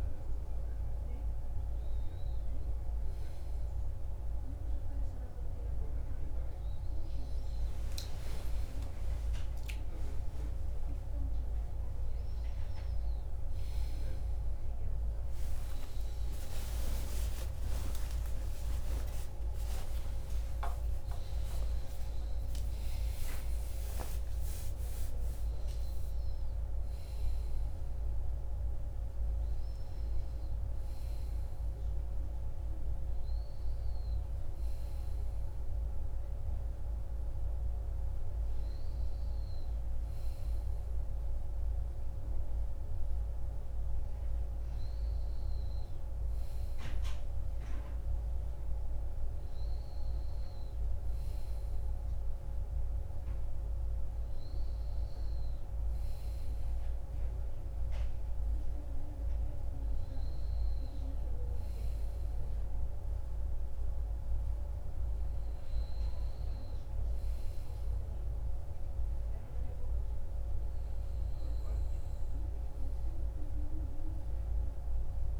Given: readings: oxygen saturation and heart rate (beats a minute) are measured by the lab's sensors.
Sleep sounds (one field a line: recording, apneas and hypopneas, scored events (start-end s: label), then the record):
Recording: a person partly awake in a sleep study, hard to hear, by a room microphone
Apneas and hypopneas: none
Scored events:
30.00-60.00 s: new sleep stage, N1 (lightest sleep)
60.00-75.40 s: new sleep stage, N2 (light sleep)
From the record:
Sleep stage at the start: awake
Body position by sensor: on the right side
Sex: male